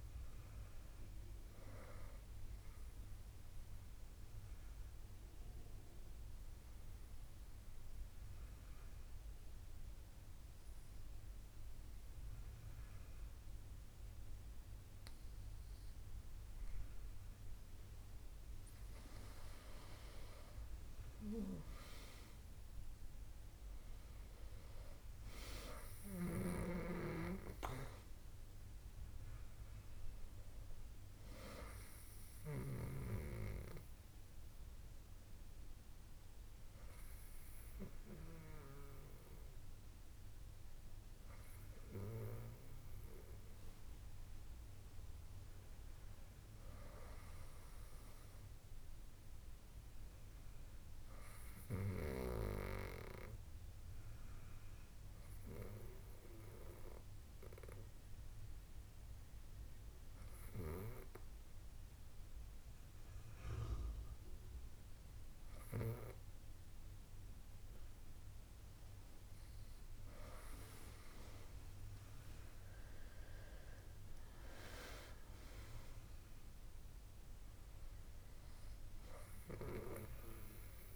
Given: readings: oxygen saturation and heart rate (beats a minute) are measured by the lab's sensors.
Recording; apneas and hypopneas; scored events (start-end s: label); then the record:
breathing in sleep by a room microphone; 3
3.50-18.00 s: obstructive apnea (oxygen 96% before, 92% lowest, heart rate 73 before, 67 extreme, up 8 after)
20.00-24.50 s: arousal
23.00-47.00 s: oxygen desaturation (device-marked, oxygen 97% before, 92% lowest, heart rate 68 before, 65 extreme)
33.50-45.00 s: obstructive apnea (oxygen 97% before, 92% lowest, heart rate 70 before, 65 extreme, up 6 after)
48.00-51.50 s: arousal
55.00-68.50 s: hypopnea (oxygen 98% before, 94% lowest, heart rate 71 before, 63 extreme, up 8 after)
72.00-75.50 s: arousal
72.00-80.96 s: oxygen desaturation (device-marked, oxygen 97% before, 94% lowest, heart rate 69 before, 63 extreme)
From the record:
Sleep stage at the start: N2 (light sleep); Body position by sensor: on the back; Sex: female